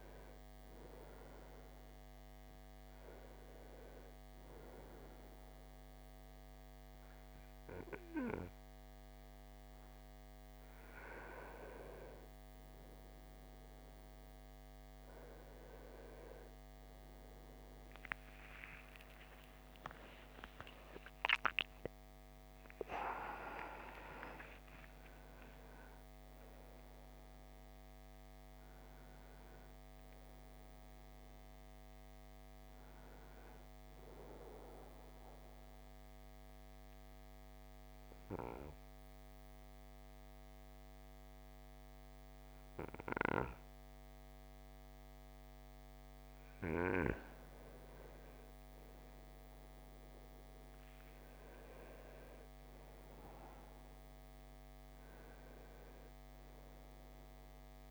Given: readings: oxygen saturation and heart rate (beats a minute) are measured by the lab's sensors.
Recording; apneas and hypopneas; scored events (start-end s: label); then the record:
breathing in sleep by a microphone on the trachea; 1
19.00-24.00 s: arousal
34.50-46.00 s: obstructive apnea (oxygen 95% before, 92% lowest, heart rate 89 before, 55 extreme, up 8 after)
49.00-54.50 s: arousal
55.00-57.91 s: oxygen desaturation (device-marked, oxygen 97% before, 92% lowest, heart rate 58 before, 56 extreme)
From the record:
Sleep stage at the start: N2 (light sleep); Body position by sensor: on the right side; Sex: male